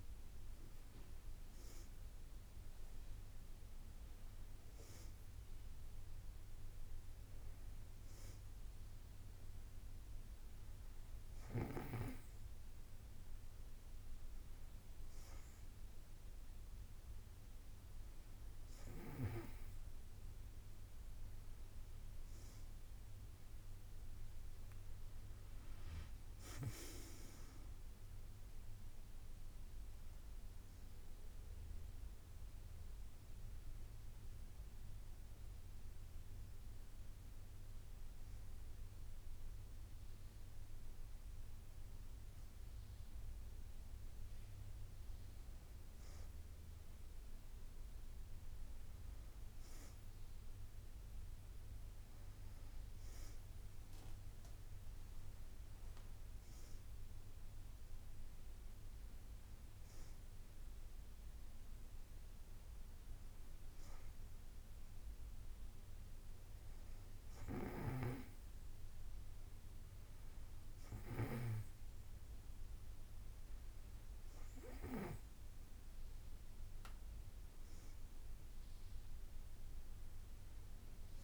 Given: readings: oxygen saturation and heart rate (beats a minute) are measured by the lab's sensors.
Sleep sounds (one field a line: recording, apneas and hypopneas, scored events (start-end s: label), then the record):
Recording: breathing in sleep by a room microphone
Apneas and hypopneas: none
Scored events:
25.50-27.50 s: long interval between heartbeats (device-marked, heart rate 60 before, 67 extreme)
26.00-30.50 s: arousal
From the record:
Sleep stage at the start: N2 (light sleep)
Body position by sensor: on the back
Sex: female